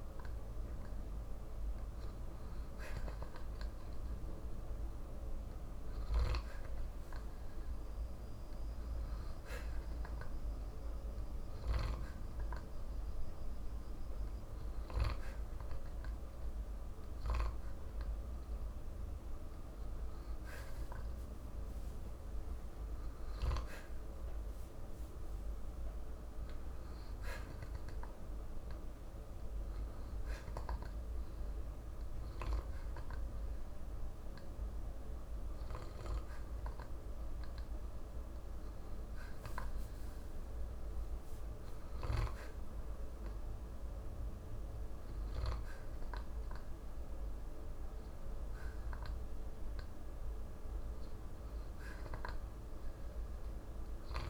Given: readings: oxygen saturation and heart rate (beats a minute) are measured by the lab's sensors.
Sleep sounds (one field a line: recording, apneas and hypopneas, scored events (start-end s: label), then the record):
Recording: breathing in sleep by a room microphone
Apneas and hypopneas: none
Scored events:
none scored
From the record:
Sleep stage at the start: N2 (light sleep)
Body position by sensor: on the back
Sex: male